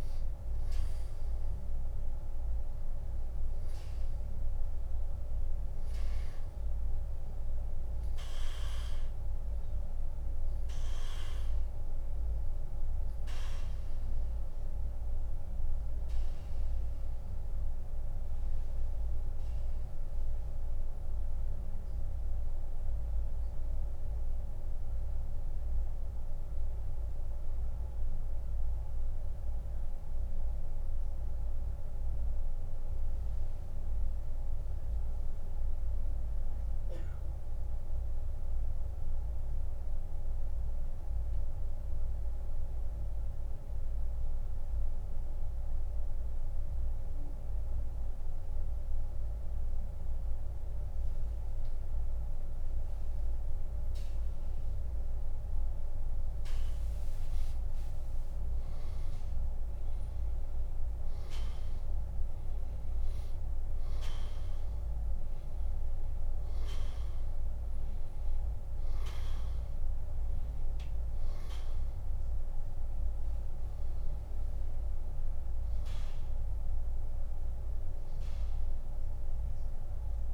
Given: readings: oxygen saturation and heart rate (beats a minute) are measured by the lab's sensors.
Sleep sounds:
breathing in sleep, hard to hear, by a room microphone; 1
19.00-50.50 s: central apnea (oxygen 97% before, 87% lowest, heart rate 84 before, 66 extreme, up 16 after)
22.50-49.50 s: oxygen desaturation (device-marked, oxygen 95% before, 89% lowest, heart rate 85 before, 66 extreme)
54.50-58.00 s: arousal
76.50-80.34 s: oxygen desaturation (device-marked, oxygen 96% before, 87% lowest, heart rate 85 before, 68 extreme)
From the record:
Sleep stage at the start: N2 (light sleep); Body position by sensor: on the back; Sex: male

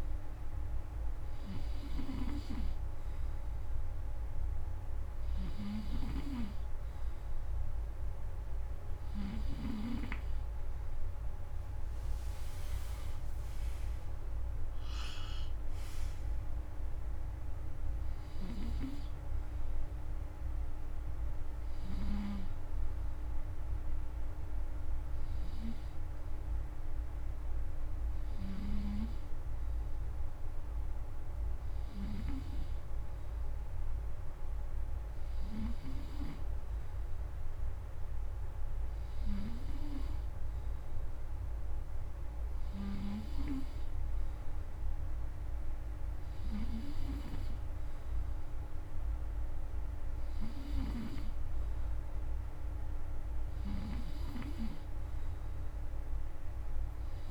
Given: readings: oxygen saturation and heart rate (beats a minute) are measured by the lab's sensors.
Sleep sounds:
breathing in sleep by a room microphone; none
none scored
From the record:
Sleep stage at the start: N2 (light sleep); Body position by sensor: on the front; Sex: male

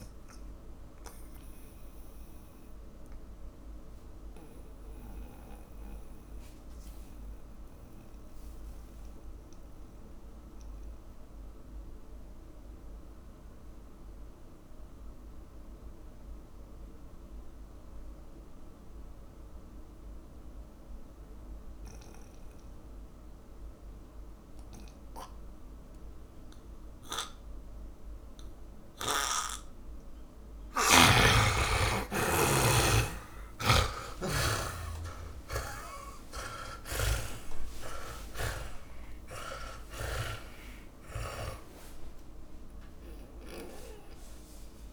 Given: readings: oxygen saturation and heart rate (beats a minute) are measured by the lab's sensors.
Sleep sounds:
breathing in sleep by a room microphone; 1
0.00-17.50 s: oxygen desaturation (device-marked, oxygen 81% lowest, heart rate 49 extreme)
2.00-30.50 s: obstructive apnea (oxygen 100% before, 77% lowest, heart rate 67 before, 49 extreme, up 31 after)
30.50-34.50 s: oxygen desaturation (device-marked, oxygen 100% before, 93% lowest, heart rate 56 before, 67 extreme)
33.50-37.50 s: snoring (device-marked)
34.00-38.50 s: arousal
36.50-44.93 s: oxygen desaturation (device-marked, oxygen 99% before, 77% lowest, heart rate 54 before, 52 extreme)
43.50-44.93 s: snoring (device-marked)
From the record:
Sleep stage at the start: N2 (light sleep); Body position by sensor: on the back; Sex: male

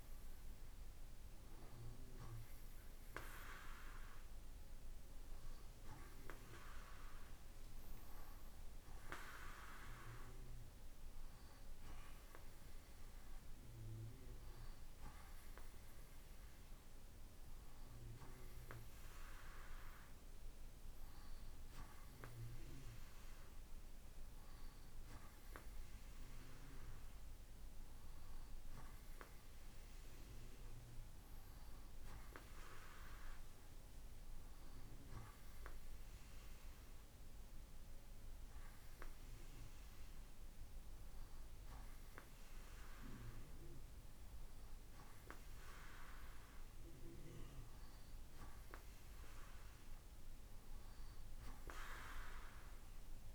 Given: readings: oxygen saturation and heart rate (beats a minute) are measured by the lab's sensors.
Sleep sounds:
breathing in sleep by a room microphone; none
none scored
From the record:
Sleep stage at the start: N2 (light sleep); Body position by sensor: on the right side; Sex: male

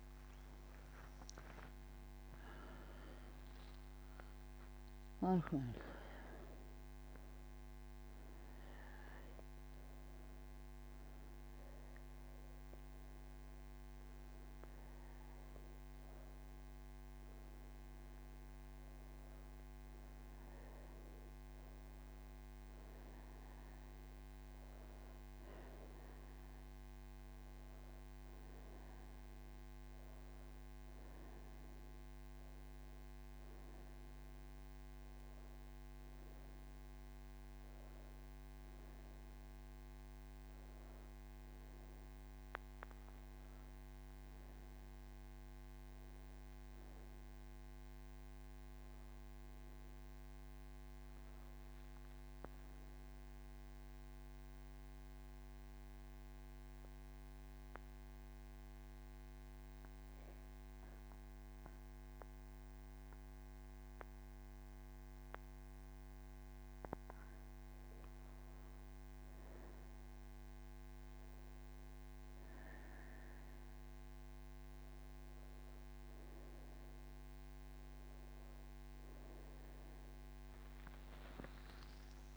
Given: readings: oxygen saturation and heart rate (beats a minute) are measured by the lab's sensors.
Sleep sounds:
breathing in sleep, hard to hear, by a microphone on the trachea; 1
3.50-15.50 s: oxygen desaturation (device-marked, oxygen 99% before, 96% lowest)
37.50-62.50 s: oxygen desaturation (device-marked, oxygen 99% before, 93% lowest)
53.50-68.00 s: mixed apnea (oxygen 99% before, 94% lowest)
From the record:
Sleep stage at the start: N1 (lightest sleep); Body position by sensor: on the right side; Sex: female

